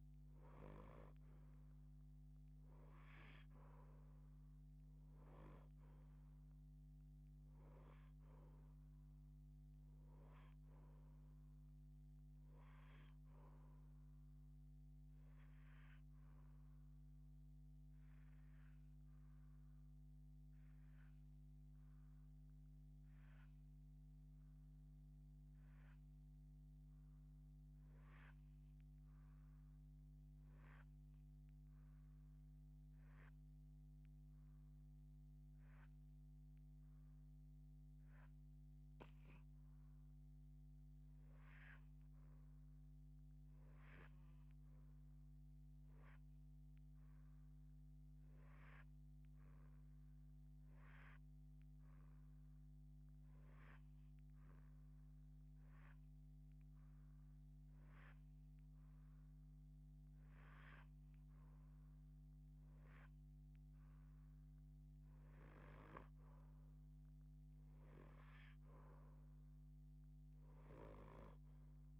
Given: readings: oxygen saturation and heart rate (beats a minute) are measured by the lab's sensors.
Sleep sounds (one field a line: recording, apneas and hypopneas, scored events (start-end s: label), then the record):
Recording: breathing in sleep by a microphone on the trachea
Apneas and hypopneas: 2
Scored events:
15.00-36.50 s: hypopnea (oxygen 89% before, 84% lowest, heart rate 72 before, 74 extreme, up 20 after)
39.00-43.50 s: arousal
40.00-52.00 s: oxygen desaturation (device-marked, oxygen 93% before, 87% lowest, heart rate 118 before, 79 extreme)
52.50-65.00 s: hypopnea (oxygen 93% before, 84% lowest, heart rate 117 before, 95 extreme, up 35 after)
60.00-71.00 s: oxygen desaturation (device-marked, oxygen 88% before, 85% lowest, heart rate 114 before, 39 extreme)
69.50-72.00 s: arousal
From the record:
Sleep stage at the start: REM sleep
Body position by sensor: on the left side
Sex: female